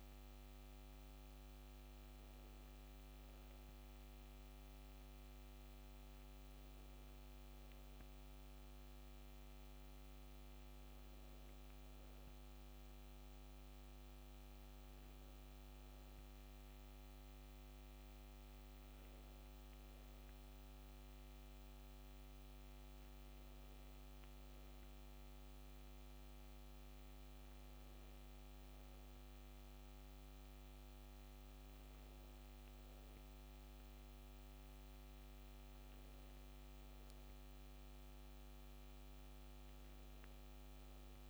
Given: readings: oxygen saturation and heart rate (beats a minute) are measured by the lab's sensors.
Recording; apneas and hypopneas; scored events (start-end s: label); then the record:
breathing in sleep, hard to hear, by a microphone on the trachea; none
none scored
From the record:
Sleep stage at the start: N2 (light sleep); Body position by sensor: on the back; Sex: female